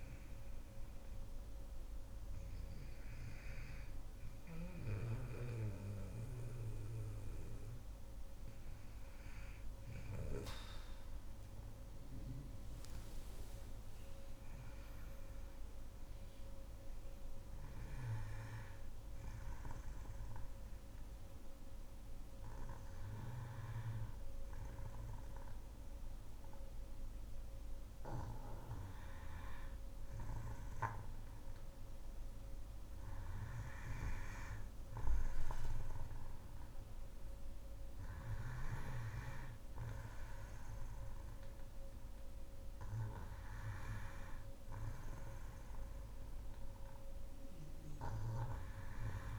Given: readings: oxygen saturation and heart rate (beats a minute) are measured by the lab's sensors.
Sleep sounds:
breathing in sleep by a room microphone; 1
13.00-17.00 s: arousal
19.50-31.00 s: hypopnea (oxygen 96% before, 94% lowest, heart rate 63 before, 57 extreme, up 6 after)
34.00-38.00 s: arousal
37.50-49.39 s: oxygen desaturation (device-marked, oxygen 97% before, 94% lowest, heart rate 60 before, 60 extreme)
From the record:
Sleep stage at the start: N2 (light sleep); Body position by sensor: on the back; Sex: female

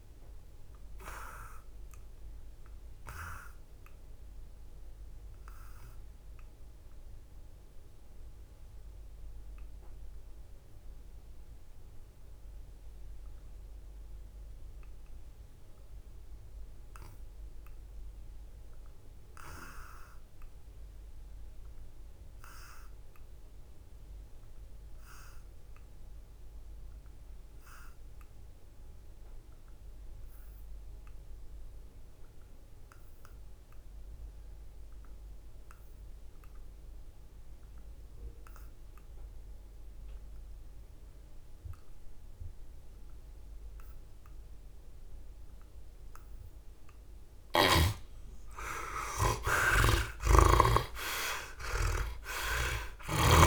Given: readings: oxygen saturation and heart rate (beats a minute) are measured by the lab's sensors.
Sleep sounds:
breathing in sleep by a room microphone; 1
0.00-24.00 s: oxygen desaturation (device-marked, oxygen 57% lowest, heart rate 61 extreme)
1.00-44.50 s: obstructive apnea (oxygen 93% before, 57% lowest, heart rate 72 before, 61 extreme, up 19 after)
26.00-53.47 s: oxygen desaturation (device-marked, oxygen 87% before, 63% lowest, heart rate 65 before, 65 extreme)
48.00-52.50 s: arousal
49.50-53.00 s: snoring (device-marked)
From the record:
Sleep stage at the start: N2 (light sleep); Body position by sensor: on the back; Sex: male

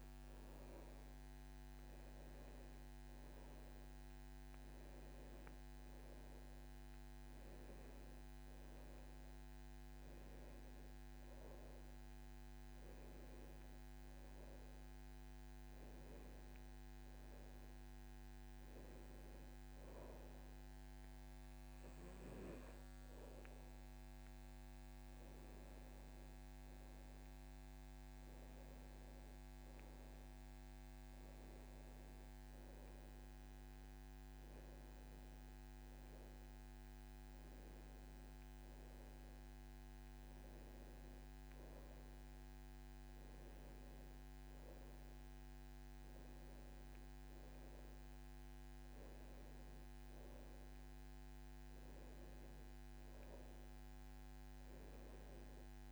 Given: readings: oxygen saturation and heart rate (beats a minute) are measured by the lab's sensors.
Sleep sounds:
breathing in sleep, hard to hear, by a microphone on the trachea; none
none scored
From the record:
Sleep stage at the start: N1 (lightest sleep); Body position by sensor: on the back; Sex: male

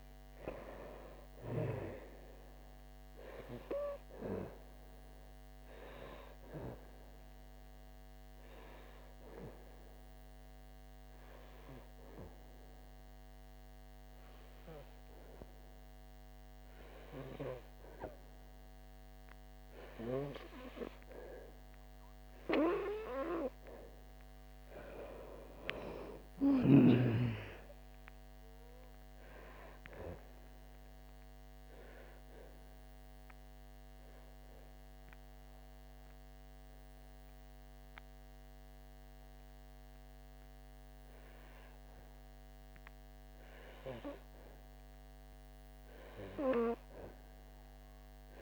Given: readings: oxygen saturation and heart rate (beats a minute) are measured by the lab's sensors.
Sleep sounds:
breathing in sleep by a microphone on the trachea; 1
0.00-1.00 s: arousal
9.00-24.00 s: hypopnea (oxygen 97% before, 92% lowest, heart rate 69 before, 61 extreme, up 9 after)
25.50-28.50 s: arousal
47.00-48.42 s: oxygen desaturation (device-marked, oxygen 96% before, 92% lowest, heart rate 66 before, 67 extreme)
From the record:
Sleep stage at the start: N2 (light sleep); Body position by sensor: on the back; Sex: female

